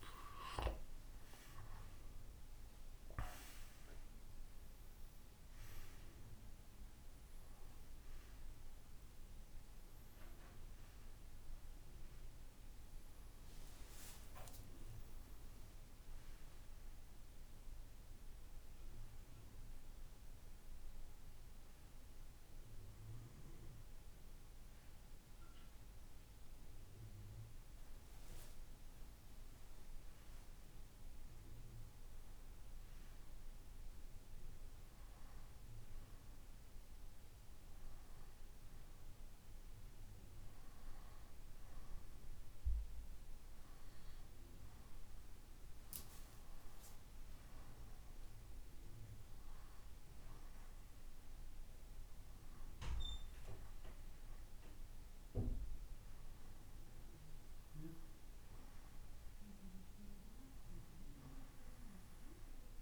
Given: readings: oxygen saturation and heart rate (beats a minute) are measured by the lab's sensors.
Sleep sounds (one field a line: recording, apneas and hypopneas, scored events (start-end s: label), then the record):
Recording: breathing in sleep by a room microphone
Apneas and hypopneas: none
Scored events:
39.00-62.82 s: new sleep stage, N2 (light sleep)
From the record:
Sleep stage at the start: N1 (lightest sleep)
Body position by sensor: on the right side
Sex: male